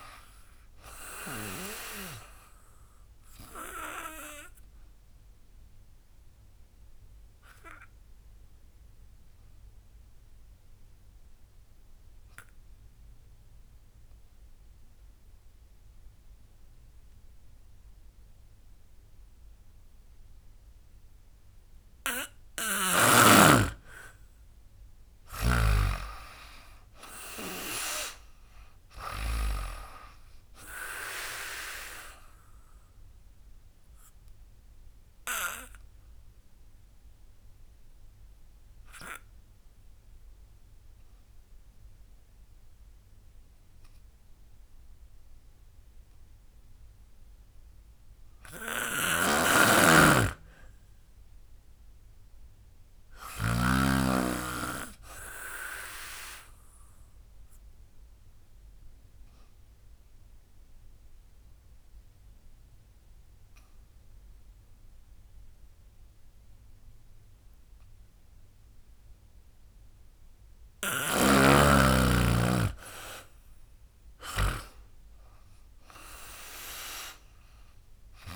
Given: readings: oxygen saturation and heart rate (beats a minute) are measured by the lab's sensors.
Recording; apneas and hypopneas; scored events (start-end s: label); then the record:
breathing in sleep by a room microphone; 3
0.00-10.00 s: drop in pulse transit time (device-marked, heart rate 80 extreme)
1.00-18.00 s: oxygen desaturation (device-marked, oxygen 99% before, 91% lowest, heart rate 77 before, 72 extreme)
1.00-20.00 s: obstructive apnea (oxygen 99% before, 91% lowest, heart rate 77 before, 68 extreme, up 8 after)
23.50-26.50 s: arousal
25.00-38.00 s: drop in pulse transit time (device-marked, heart rate 82 before, 73 extreme)
26.00-45.00 s: oxygen desaturation (device-marked, oxygen 99% before, 91% lowest, heart rate 82 before, 68 extreme)
31.50-46.50 s: obstructive apnea (oxygen 99% before, 91% lowest, heart rate 82 before, 68 extreme, up 11 after)
48.50-51.50 s: arousal
48.50-53.50 s: snoring (device-marked)
56.00-68.50 s: obstructive apnea (oxygen 100% before, 90% lowest, heart rate 73 before, 66 extreme, up 21 after)
58.00-74.00 s: oxygen desaturation (device-marked, oxygen 99% before, 93% lowest, heart rate 74 before, 66 extreme)
70.50-78.36 s: snoring (device-marked)
71.50-74.50 s: arousal
73.00-78.36 s: drop in pulse transit time (device-marked, heart rate 76 before, 74 extreme)
76.00-78.36 s: oxygen desaturation (device-marked, oxygen 98% before, 93% lowest, heart rate 77 before, 66 extreme)
From the record:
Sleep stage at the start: N2 (light sleep); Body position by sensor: on the back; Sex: female